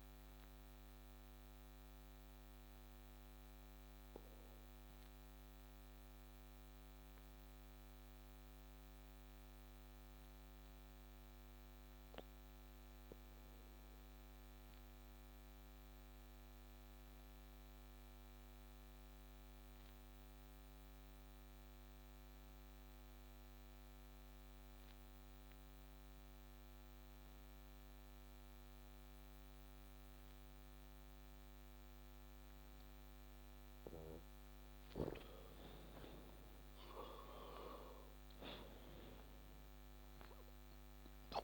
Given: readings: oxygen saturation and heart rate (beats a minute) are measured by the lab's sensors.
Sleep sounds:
breathing in sleep by a microphone on the trachea; 1
1.00-33.50 s: obstructive apnea (oxygen 97% before, 88% lowest)
17.50-33.50 s: oxygen desaturation (device-marked, oxygen 95% before, 92% lowest)
37.00-41.44 s: arousal
From the record:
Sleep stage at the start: N2 (light sleep); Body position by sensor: on the back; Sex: male

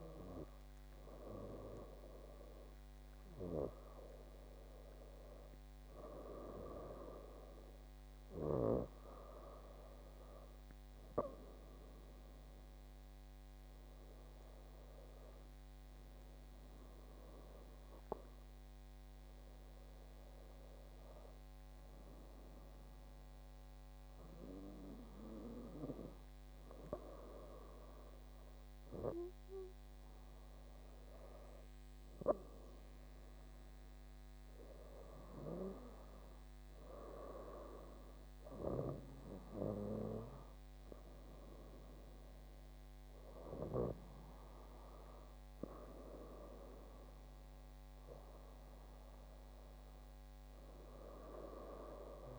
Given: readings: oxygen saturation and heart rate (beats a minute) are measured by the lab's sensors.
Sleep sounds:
breathing in sleep by a microphone on the trachea; none
none scored
From the record:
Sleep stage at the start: N2 (light sleep); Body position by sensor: on the left side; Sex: female

